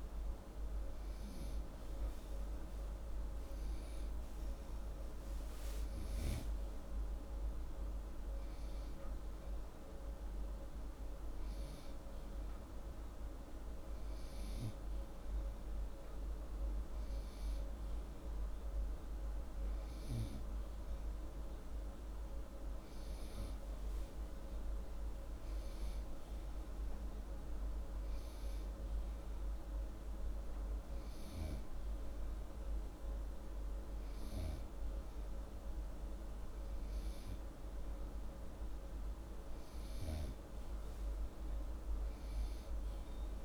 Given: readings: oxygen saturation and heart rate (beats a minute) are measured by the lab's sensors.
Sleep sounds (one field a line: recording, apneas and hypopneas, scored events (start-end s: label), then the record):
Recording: breathing in sleep, hard to hear, by a room microphone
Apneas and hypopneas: none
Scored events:
none scored
From the record:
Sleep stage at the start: N2 (light sleep)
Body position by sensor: upright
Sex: male